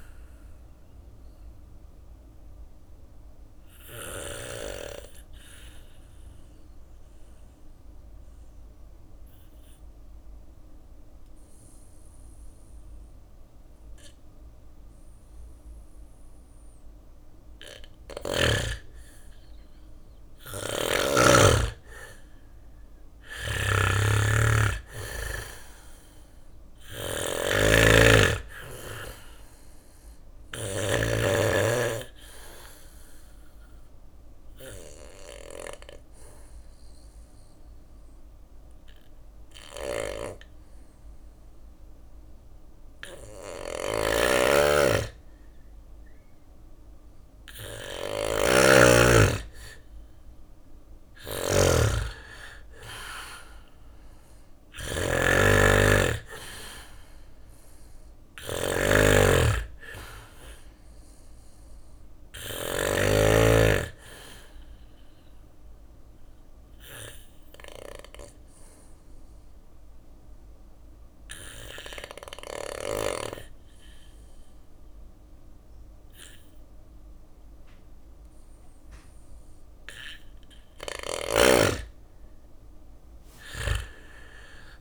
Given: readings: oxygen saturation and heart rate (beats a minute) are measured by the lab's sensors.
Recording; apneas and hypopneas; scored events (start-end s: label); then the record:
breathing in sleep by a room microphone; 3
0.50-17.50 s: obstructive apnea (oxygen 99% before, 93% lowest, heart rate 63 before, 59 extreme, up 1 after)
19.50-23.00 s: arousal
22.00-24.00 s: bradycardia (device-marked, heart rate 60 before, 61 extreme)
22.00-30.00 s: snoring (device-marked)
23.00-45.00 s: oxygen desaturation (device-marked, oxygen 98% before, 93% lowest, heart rate 61 before, 59 extreme)
30.00-32.00 s: bradycardia (device-marked, heart rate 60 before, 60 extreme)
32.00-44.50 s: obstructive apnea (oxygen 99% before, 92% lowest, heart rate 60 before, 59 extreme, up 3 after)
33.00-42.00 s: bradycardia (device-marked, heart rate 60 before, 59 extreme)
42.50-62.00 s: snoring (device-marked)
45.00-61.00 s: drop in pulse transit time (device-marked, heart rate 59 before, 60 extreme)
48.50-51.50 s: arousal
60.00-67.00 s: oxygen desaturation (device-marked, oxygen 97% before, 93% lowest, heart rate 61 before, 59 extreme)
64.50-80.00 s: obstructive apnea (oxygen 98% before, 92% lowest, heart rate 62 before, 57 extreme, up 7 after)
71.00-73.00 s: bradycardia (device-marked, heart rate 60 before, 60 extreme)
82.50-84.81 s: arousal
83.00-84.81 s: drop in pulse transit time (device-marked, heart rate 61 before, 61 extreme)
From the record:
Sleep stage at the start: N2 (light sleep); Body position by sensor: on the back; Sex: male